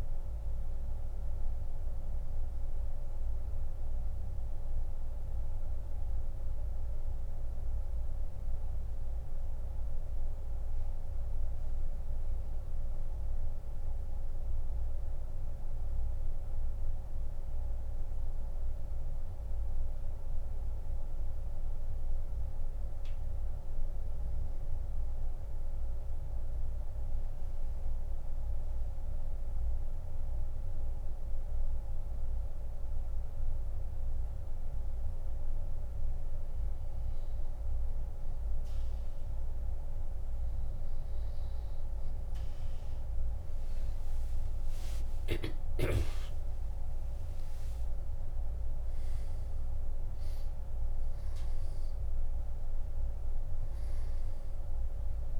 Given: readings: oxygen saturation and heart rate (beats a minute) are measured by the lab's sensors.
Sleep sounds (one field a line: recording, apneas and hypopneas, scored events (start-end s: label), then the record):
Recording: breathing in sleep, hard to hear, by a room microphone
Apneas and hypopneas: 1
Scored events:
2.50-9.50 s: oxygen desaturation (device-marked, oxygen 94% before, 91% lowest, heart rate 86 before, 67 extreme)
6.00-39.00 s: mixed apnea (oxygen 96% before, 87% lowest, heart rate 83 before, 67 extreme, up 18 after)
11.50-35.50 s: oxygen desaturation (device-marked, oxygen 93% before, 87% lowest, heart rate 83 before, 67 extreme)
44.00-47.50 s: arousal
From the record:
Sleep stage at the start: N2 (light sleep)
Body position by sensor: on the back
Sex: male